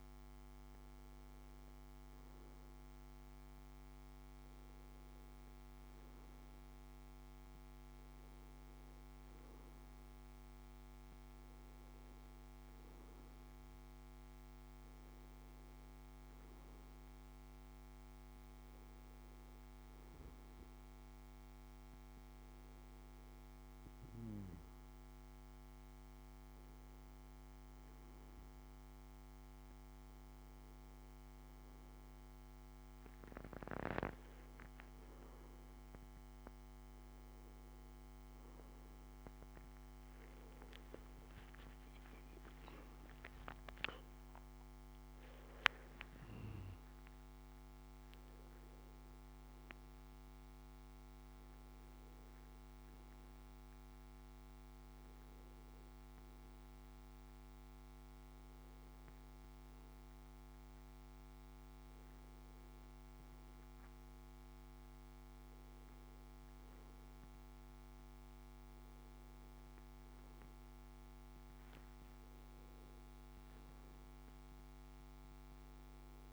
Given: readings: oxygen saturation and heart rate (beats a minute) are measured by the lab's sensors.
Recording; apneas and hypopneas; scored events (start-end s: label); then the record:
a person partly awake in a sleep study, hard to hear, by a microphone on the trachea; none
43.50-76.33 s: new sleep stage, awake
From the record:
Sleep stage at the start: N2 (light sleep); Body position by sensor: on the back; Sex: male